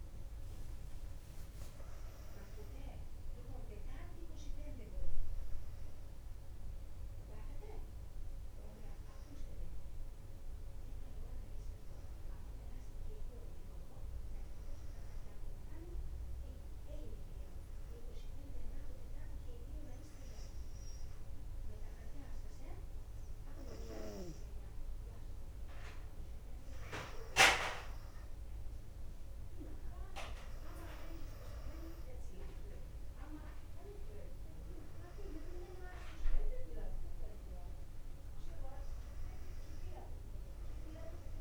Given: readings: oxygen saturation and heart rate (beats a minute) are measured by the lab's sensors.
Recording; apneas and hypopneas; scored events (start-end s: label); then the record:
breathing in sleep by a room microphone; 1
0.00-12.00 s: drop in pulse transit time (device-marked, heart rate 61 before, 61 extreme)
0.50-5.00 s: arousal
16.00-27.00 s: hypopnea (oxygen 98% before, 94% lowest, heart rate 64 before, 58 extreme, up 4 after)
30.00-41.41 s: oxygen desaturation (device-marked, oxygen 98% before, 94% lowest, heart rate 62 before, 58 extreme)
30.50-34.50 s: arousal
From the record:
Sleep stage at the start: N2 (light sleep); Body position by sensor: on the back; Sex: female